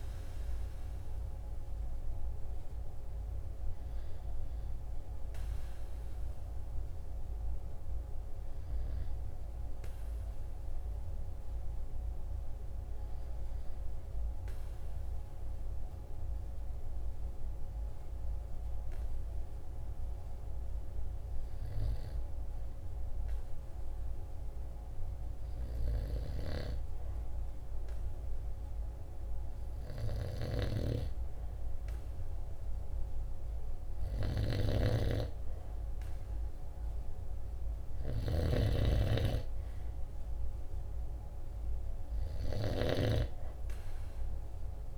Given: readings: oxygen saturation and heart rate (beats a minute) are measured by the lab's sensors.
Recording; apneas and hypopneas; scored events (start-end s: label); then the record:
breathing in sleep by a room microphone; 1
6.00-28.50 s: hypopnea (oxygen 97% before, 94% lowest, heart rate 46 before, 46 extreme, up 2 after)
30.00-34.50 s: arousal
34.50-38.50 s: snoring (device-marked)
From the record:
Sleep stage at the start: N2 (light sleep); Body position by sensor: on the right side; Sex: male